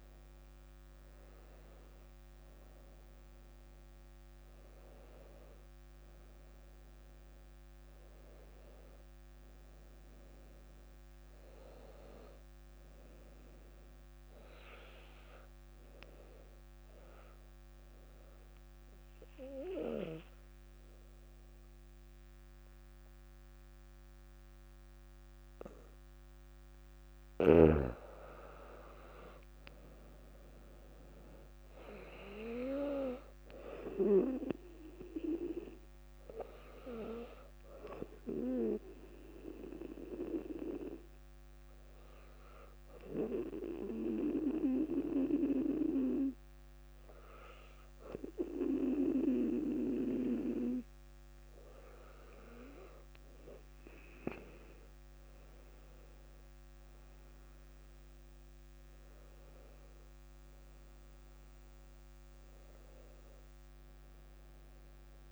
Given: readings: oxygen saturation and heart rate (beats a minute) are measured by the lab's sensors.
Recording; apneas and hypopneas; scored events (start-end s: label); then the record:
breathing in sleep by a microphone on the trachea; 2
0.00-8.50 s: drop in pulse transit time (device-marked, heart rate 64 extreme)
16.00-27.00 s: obstructive apnea (oxygen 97% before, 95% lowest, heart rate 65 before, 57 extreme, up 5 after)
17.50-65.31 s: new sleep stage, N2 (light sleep)
29.00-32.00 s: arousal
36.50-48.50 s: oxygen desaturation (device-marked, oxygen 98% before, 95% lowest, heart rate 59 before, 58 extreme)
39.50-52.00 s: obstructive apnea (oxygen 98% before, 95% lowest, heart rate 59 before, 56 extreme, up 5 after)
56.50-62.00 s: arousal
From the record:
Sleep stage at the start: N1 (lightest sleep); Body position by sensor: on the back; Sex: female